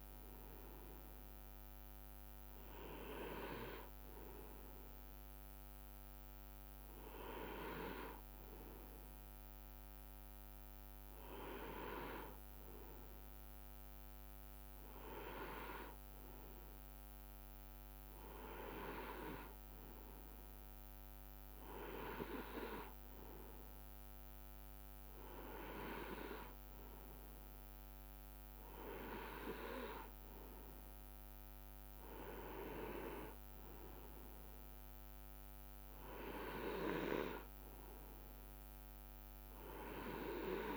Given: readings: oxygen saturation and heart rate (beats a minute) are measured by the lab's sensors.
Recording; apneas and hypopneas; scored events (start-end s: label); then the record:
breathing in sleep by a microphone on the trachea; none
none scored
From the record:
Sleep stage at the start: N2 (light sleep); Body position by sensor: on the right side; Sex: male